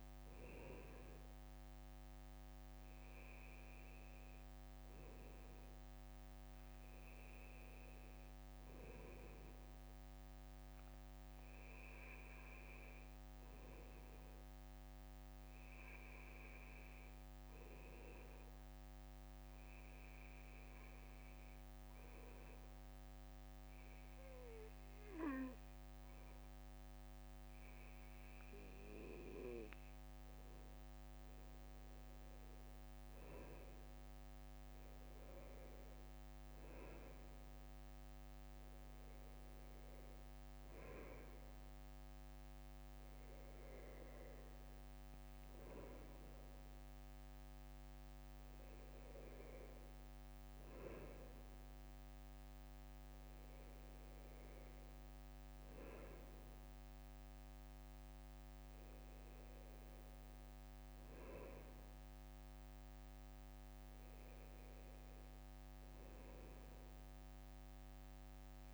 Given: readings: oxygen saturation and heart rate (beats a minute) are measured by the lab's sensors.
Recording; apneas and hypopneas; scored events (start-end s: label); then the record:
breathing in sleep by a microphone on the trachea; 1
3.00-7.00 s: arousal
10.50-28.50 s: obstructive apnea (oxygen 97% before, 96% lowest, heart rate 62 before, 61 extreme, up 1 after)
31.00-34.50 s: arousal
From the record:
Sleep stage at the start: N2 (light sleep); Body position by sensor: on the right side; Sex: male